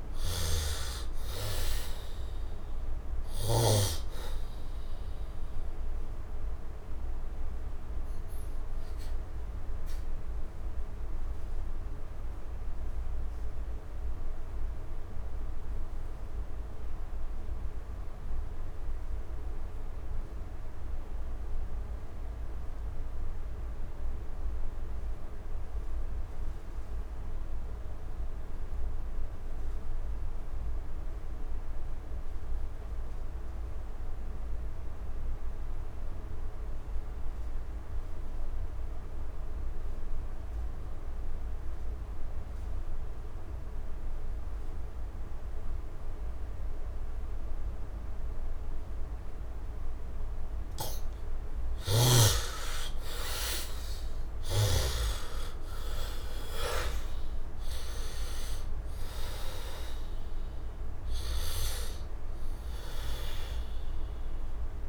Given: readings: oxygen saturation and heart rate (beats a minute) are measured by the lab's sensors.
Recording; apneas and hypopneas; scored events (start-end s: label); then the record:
breathing in sleep by a room microphone; 1
0.00-25.50 s: oxygen desaturation (device-marked, oxygen 61% lowest, heart rate 57 extreme)
5.00-50.00 s: obstructive apnea (oxygen 94% before, 56% lowest, heart rate 73 before, 57 extreme, up 34 after)
6.50-16.50 s: bradycardia (device-marked, heart rate 74 before, 57 extreme)
27.50-64.89 s: oxygen desaturation (device-marked, oxygen 98% before, 56% lowest, heart rate 62 before, 65 extreme)
50.00-54.50 s: snoring (device-marked)
51.50-56.50 s: arousal
From the record:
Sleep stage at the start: N2 (light sleep); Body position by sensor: on the back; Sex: male